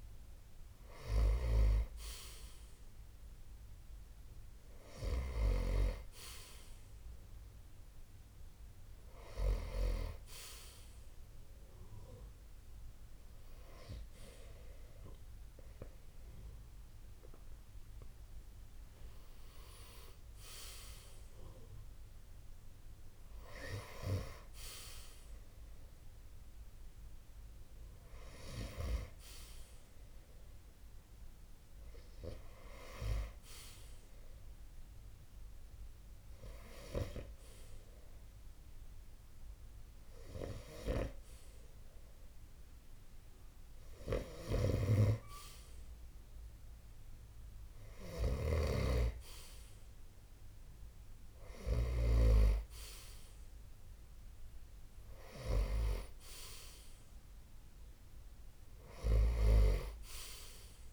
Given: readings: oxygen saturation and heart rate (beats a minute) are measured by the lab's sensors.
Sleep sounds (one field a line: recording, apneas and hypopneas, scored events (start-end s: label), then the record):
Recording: breathing in sleep by a room microphone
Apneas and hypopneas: none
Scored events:
47.00-60.93 s: oxygen desaturation (device-marked, oxygen 92% before, 89% lowest)
47.50-51.50 s: snoring (device-marked)
From the record:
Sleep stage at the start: N2 (light sleep)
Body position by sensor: on the right side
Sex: male